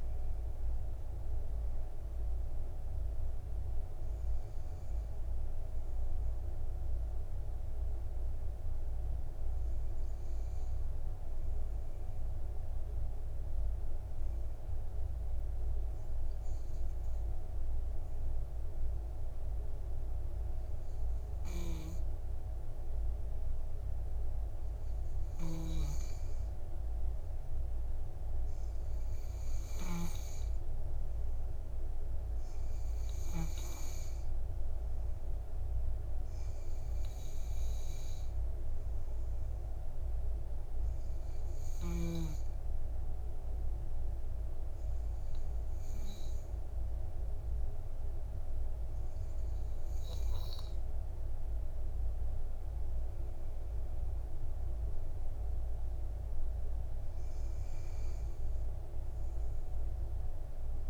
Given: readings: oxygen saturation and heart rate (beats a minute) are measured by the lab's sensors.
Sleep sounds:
breathing in sleep, hard to hear, by a room microphone; 2
0.00-3.50 s: oxygen desaturation (device-marked, oxygen 93% lowest, heart rate 50 extreme)
8.50-17.50 s: oxygen desaturation (device-marked, oxygen 96% before, 91% lowest, heart rate 60 before, 55 extreme)
9.00-26.00 s: obstructive apnea (oxygen 97% before, 91% lowest, heart rate 60 before, 55 extreme, up 6 after)
28.50-32.50 s: arousal
33.50-52.50 s: oxygen desaturation (device-marked, oxygen 97% before, 92% lowest, heart rate 58 before, 52 extreme)
41.00-52.00 s: obstructive apnea (oxygen 97% before, 92% lowest, heart rate 59 before, 52 extreme, up 10 after)
54.50-58.50 s: arousal
From the record:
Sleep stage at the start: N2 (light sleep); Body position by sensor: on the back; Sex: male

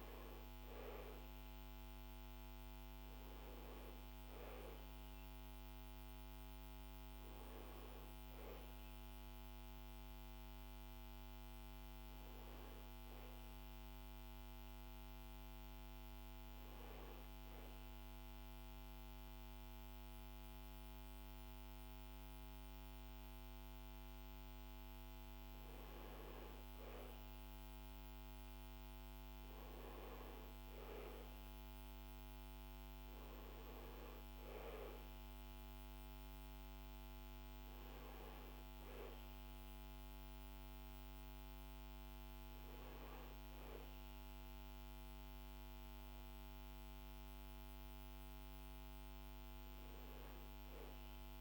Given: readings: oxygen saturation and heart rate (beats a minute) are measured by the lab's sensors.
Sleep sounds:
breathing in sleep, hard to hear, by a microphone on the trachea; none
0.00-2.00 s: arousal
From the record:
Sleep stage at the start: N2 (light sleep); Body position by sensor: on the back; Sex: male

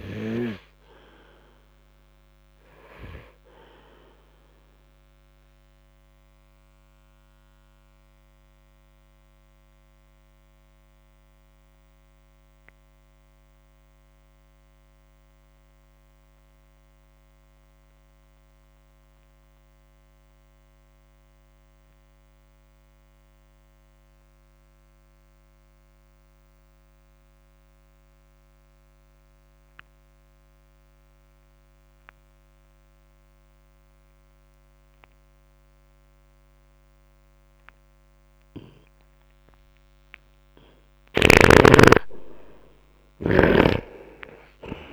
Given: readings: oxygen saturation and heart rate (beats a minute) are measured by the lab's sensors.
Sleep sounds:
breathing in sleep by a microphone on the trachea; 1
1.00-25.00 s: oxygen desaturation (device-marked, oxygen 93% before, 73% lowest, heart rate 63 before, 50 extreme)
5.00-39.00 s: obstructive apnea (oxygen 93% before, 73% lowest, heart rate 65 before, 50 extreme, up 7 after)
31.00-44.93 s: oxygen desaturation (device-marked, oxygen 97% before, 76% lowest, heart rate 67 before, 50 extreme)
41.50-44.93 s: arousal
From the record:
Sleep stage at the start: N2 (light sleep); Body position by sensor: on the right side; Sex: male

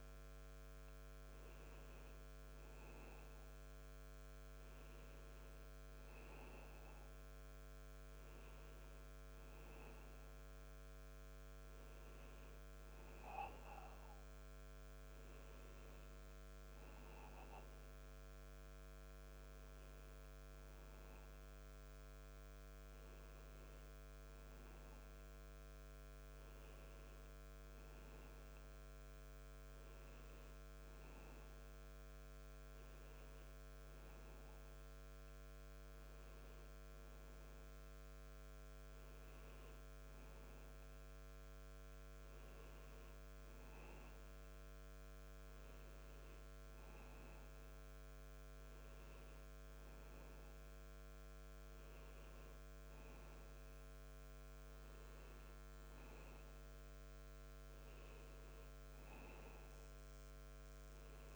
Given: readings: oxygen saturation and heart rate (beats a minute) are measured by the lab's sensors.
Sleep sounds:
breathing in sleep, hard to hear, by a microphone on the trachea; none
none scored
From the record:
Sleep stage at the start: N1 (lightest sleep); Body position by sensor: on the back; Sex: male

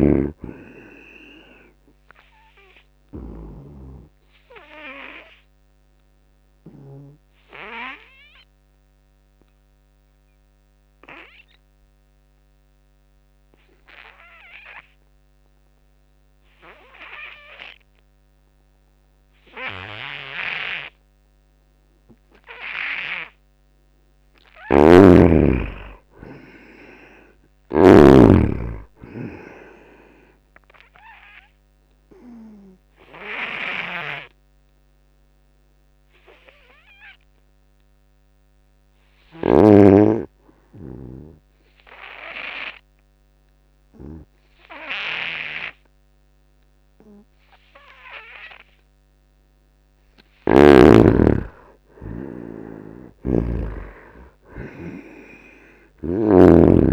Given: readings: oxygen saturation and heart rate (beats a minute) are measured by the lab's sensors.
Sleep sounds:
breathing in sleep by a microphone on the trachea; 2
0.00-7.00 s: snoring (device-marked)
0.00-23.50 s: oxygen desaturation (device-marked, oxygen 79% lowest, heart rate 78 extreme)
3.00-23.00 s: obstructive apnea (oxygen 97% before, 79% lowest, heart rate 81 before, 83 extreme, up 3 after)
24.50-27.50 s: arousal
24.50-28.00 s: snoring (device-marked)
31.00-49.00 s: obstructive apnea (oxygen 96% before, 80% lowest, heart rate 87 before, 87 extreme, up 3 after)
31.50-44.50 s: oxygen desaturation (device-marked, oxygen 96% before, 80% lowest, heart rate 87 before, 87 extreme)
50.00-56.93 s: snoring (device-marked)
50.50-53.50 s: arousal
From the record:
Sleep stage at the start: N2 (light sleep); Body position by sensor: on the back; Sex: male

